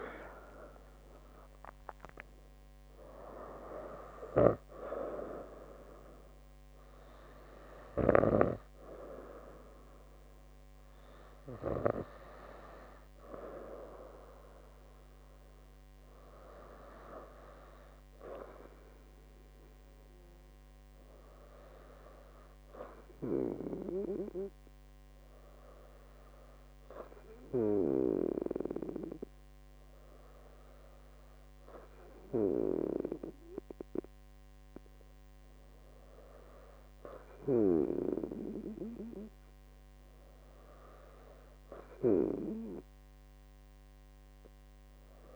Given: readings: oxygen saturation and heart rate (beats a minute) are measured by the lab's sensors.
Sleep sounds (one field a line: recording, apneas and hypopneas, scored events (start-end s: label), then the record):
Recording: breathing in sleep by a microphone on the trachea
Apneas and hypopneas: none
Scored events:
none scored
From the record:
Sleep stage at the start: N2 (light sleep)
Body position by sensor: on the right side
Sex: female